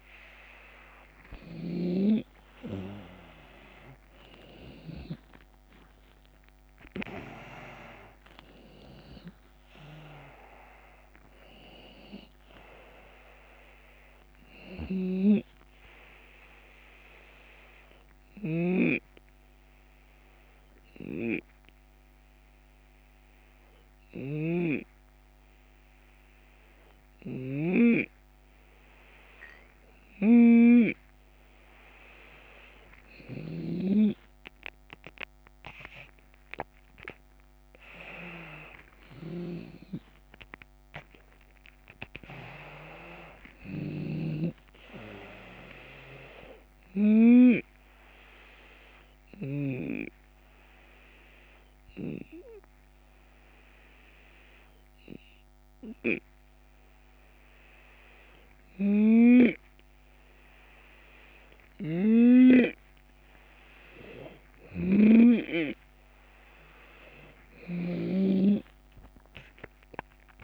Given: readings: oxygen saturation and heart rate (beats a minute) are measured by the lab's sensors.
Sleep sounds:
breathing in sleep by a microphone on the trachea; 2
0.00-1.50 s: snoring (device-marked)
0.00-14.50 s: drop in pulse transit time (device-marked, heart rate 76 extreme)
5.00-9.00 s: arousal
14.00-27.00 s: snoring (device-marked)
16.00-31.00 s: hypopnea (oxygen 94% before, 89% lowest, heart rate 81 before, 66 extreme, up 17 after)
33.00-47.00 s: snoring (device-marked)
33.50-38.50 s: arousal
35.50-48.50 s: drop in pulse transit time (device-marked, heart rate 72 before, 79 extreme)
47.50-62.50 s: hypopnea (oxygen 94% before, 90% lowest, heart rate 79 before, 73 extreme, up 6 after)
61.00-70.44 s: snoring (device-marked)
65.50-69.00 s: arousal
65.50-70.44 s: drop in pulse transit time (device-marked, heart rate 76 before, 75 extreme)
From the record:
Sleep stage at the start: N2 (light sleep); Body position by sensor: on the left side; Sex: male

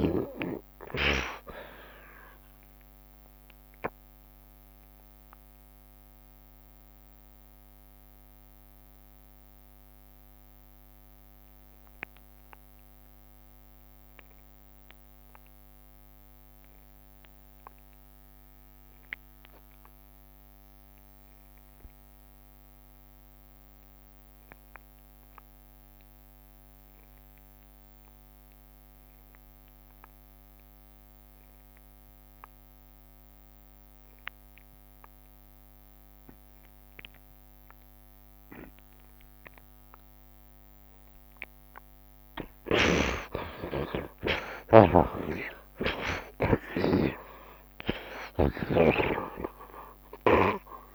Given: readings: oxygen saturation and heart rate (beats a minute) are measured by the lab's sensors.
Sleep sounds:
breathing in sleep by a microphone on the trachea; 1
0.00-1.50 s: long interval between heartbeats (device-marked, heart rate 135 extreme)
0.00-17.00 s: oxygen desaturation (device-marked, oxygen 49% lowest)
4.50-6.50 s: long interval between heartbeats (device-marked, heart rate 94 before, 88 extreme)
4.50-42.50 s: mixed apnea (oxygen 62% before, 49% lowest)
6.00-13.00 s: bradycardia (device-marked)
19.00-50.95 s: oxygen desaturation (device-marked, oxygen 86% before, 49% lowest, heart rate 73 before, 56 extreme)
43.00-47.50 s: snoring (device-marked)
44.00-48.00 s: arousal
48.50-50.50 s: long interval between heartbeats (device-marked, heart rate 77 before, 81 extreme)
From the record:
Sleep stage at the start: N2 (light sleep); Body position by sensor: on the right side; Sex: male

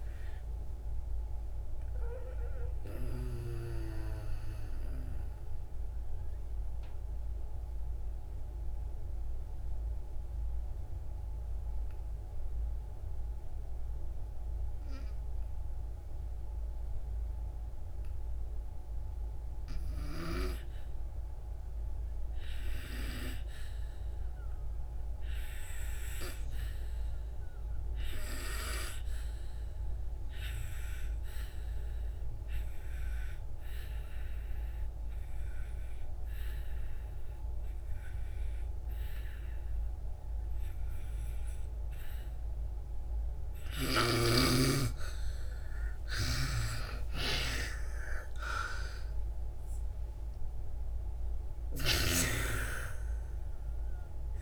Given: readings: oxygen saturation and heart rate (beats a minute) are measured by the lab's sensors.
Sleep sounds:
breathing in sleep by a room microphone; 1
0.00-22.50 s: oxygen desaturation (device-marked, oxygen 74% lowest, heart rate 56 extreme)
2.50-45.50 s: mixed apnea (oxygen 98% before, 74% lowest, heart rate 93 before, 56 extreme, up 11 after)
28.50-54.42 s: oxygen desaturation (device-marked, oxygen 98% before, 74% lowest, heart rate 64 before, 58 extreme)
47.00-52.00 s: arousal
From the record:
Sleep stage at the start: N2 (light sleep); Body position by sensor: on the back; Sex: female

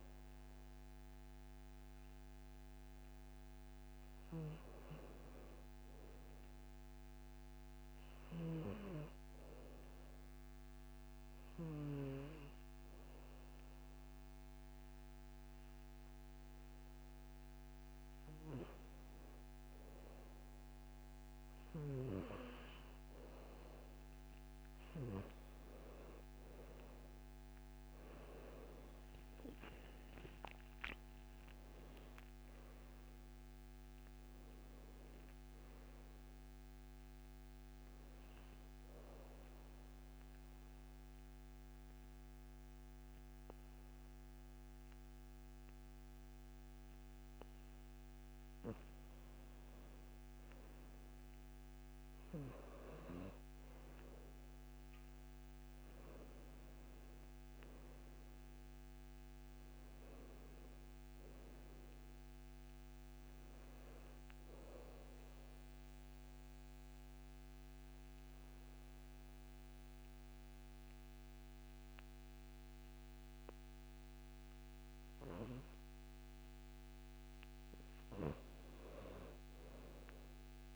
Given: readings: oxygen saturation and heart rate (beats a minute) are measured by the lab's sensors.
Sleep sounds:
breathing in sleep by a microphone on the trachea; 3
0.00-7.00 s: oxygen desaturation (device-marked, oxygen 91% lowest, heart rate 65 extreme)
8.50-22.00 s: hypopnea (oxygen 97% before, 90% lowest, heart rate 68 before, 64 extreme, up 5 after)
28.00-45.00 s: oxygen desaturation (device-marked, oxygen 95% before, 90% lowest, heart rate 70 before, 64 extreme)
28.50-32.50 s: arousal
38.50-49.50 s: obstructive apnea (oxygen 96% before, 89% lowest, heart rate 73 before, 62 extreme, up 5 after)
55.50-60.00 s: arousal
57.00-70.00 s: oxygen desaturation (device-marked, oxygen 97% before, 91% lowest, heart rate 68 before, 62 extreme)
65.00-76.00 s: obstructive apnea (oxygen 97% before, 89% lowest, heart rate 68 before, 62 extreme, up 6 after)
From the record:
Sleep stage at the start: N2 (light sleep); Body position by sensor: on the back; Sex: male

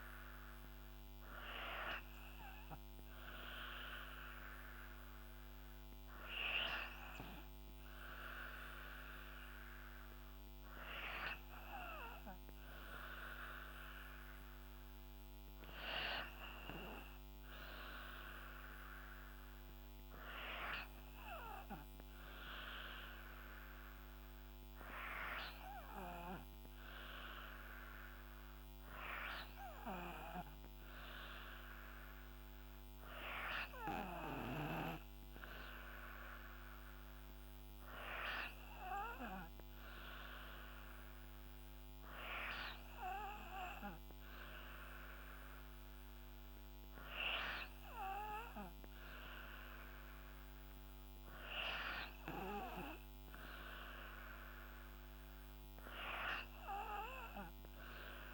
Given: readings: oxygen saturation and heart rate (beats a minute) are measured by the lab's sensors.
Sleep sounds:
breathing in sleep by a microphone on the trachea; none
57.00-58.34 s: new sleep stage, N2 (light sleep)
From the record:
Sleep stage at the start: N3 (deep sleep); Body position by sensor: on the back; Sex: female

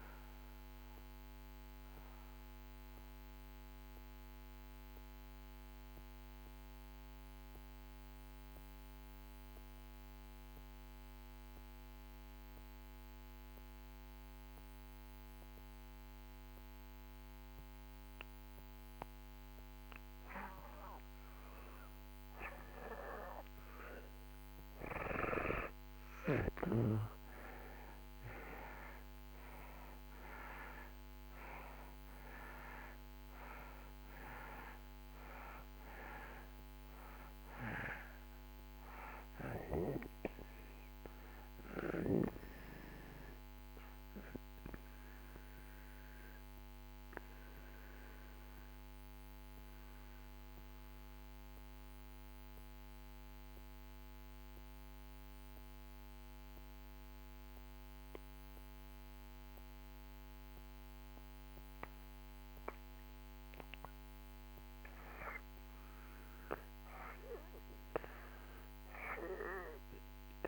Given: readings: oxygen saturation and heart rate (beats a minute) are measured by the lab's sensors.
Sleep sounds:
breathing in sleep by a microphone on the trachea; 2
0.00-17.50 s: oxygen desaturation (device-marked, oxygen 77% lowest)
0.50-18.50 s: mixed apnea (oxygen 96% before, 76% lowest)
24.00-30.50 s: arousal
28.50-59.50 s: oxygen desaturation (device-marked, oxygen 97% before, 76% lowest)
45.00-64.00 s: mixed apnea (oxygen 97% before, 76% lowest)
66.00-70.48 s: arousal
From the record:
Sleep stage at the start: N2 (light sleep); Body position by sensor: on the back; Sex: male

